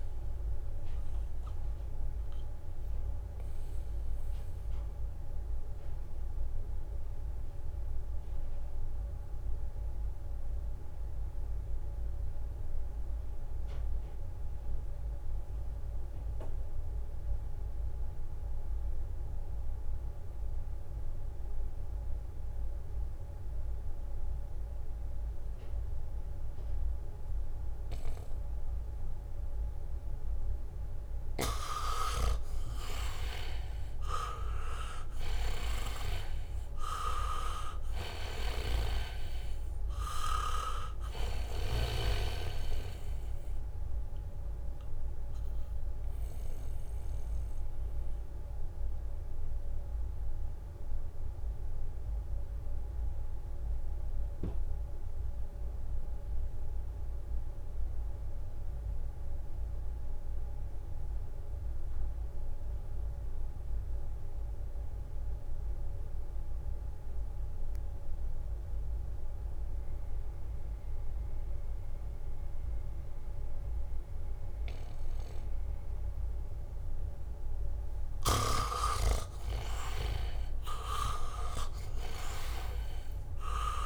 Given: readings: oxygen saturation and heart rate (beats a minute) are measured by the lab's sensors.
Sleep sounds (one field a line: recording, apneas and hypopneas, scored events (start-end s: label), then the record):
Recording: breathing in sleep by a room microphone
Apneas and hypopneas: 2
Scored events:
0.00-18.50 s: oxygen desaturation (device-marked, oxygen 78% lowest, heart rate 62 extreme)
2.50-29.50 s: mixed apnea (oxygen 99% before, 78% lowest, heart rate 67 before, 65 extreme, up 0 after)
23.50-60.50 s: oxygen desaturation (device-marked, oxygen 99% before, 79% lowest, heart rate 70 before, 63 extreme)
32.50-36.00 s: arousal
38.50-42.00 s: snoring (device-marked)
44.50-76.50 s: mixed apnea (oxygen 99% before, 77% lowest, heart rate 67 before, 63 extreme, up 1 after)
68.50-83.86 s: oxygen desaturation (device-marked, oxygen 99% before, 77% lowest, heart rate 69 before, 62 extreme)
79.50-83.50 s: arousal
From the record:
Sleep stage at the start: N2 (light sleep)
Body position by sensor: on the back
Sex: male